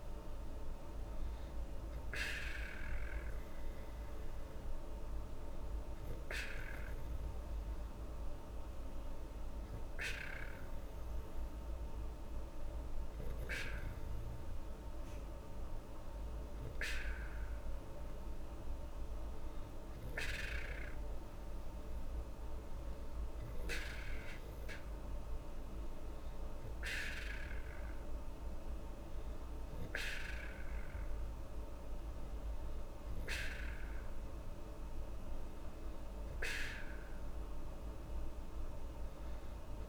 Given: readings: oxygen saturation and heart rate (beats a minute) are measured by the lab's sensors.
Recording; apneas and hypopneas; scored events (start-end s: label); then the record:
breathing in sleep by a room microphone; none
none scored
From the record:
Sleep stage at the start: N2 (light sleep); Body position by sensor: on the back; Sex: female